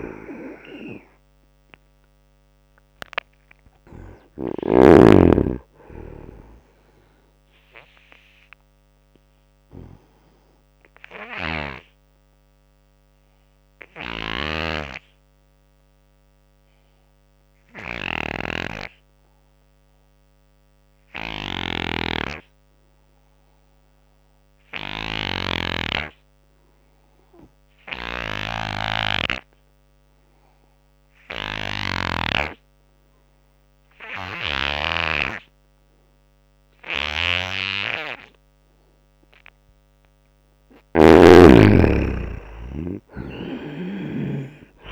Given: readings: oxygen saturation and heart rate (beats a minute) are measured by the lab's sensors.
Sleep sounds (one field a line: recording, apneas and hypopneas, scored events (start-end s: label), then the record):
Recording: breathing in sleep by a microphone on the trachea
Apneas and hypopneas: 1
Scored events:
0.00-4.50 s: snoring (device-marked)
0.00-14.50 s: oxygen desaturation (device-marked, oxygen 74% lowest, heart rate 71 extreme)
8.00-40.00 s: obstructive apnea (oxygen 96% before, 74% lowest, heart rate 81 before, 65 extreme, up 20 after)
11.00-32.00 s: snoring (device-marked)
21.50-44.92 s: oxygen desaturation (device-marked, oxygen 98% before, 74% lowest, heart rate 88 before, 65 extreme)
30.50-32.50 s: long interval between heartbeats (device-marked, heart rate 82 before, 85 extreme)
41.00-44.92 s: arousal
From the record:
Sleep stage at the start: N2 (light sleep)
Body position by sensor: on the right side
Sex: male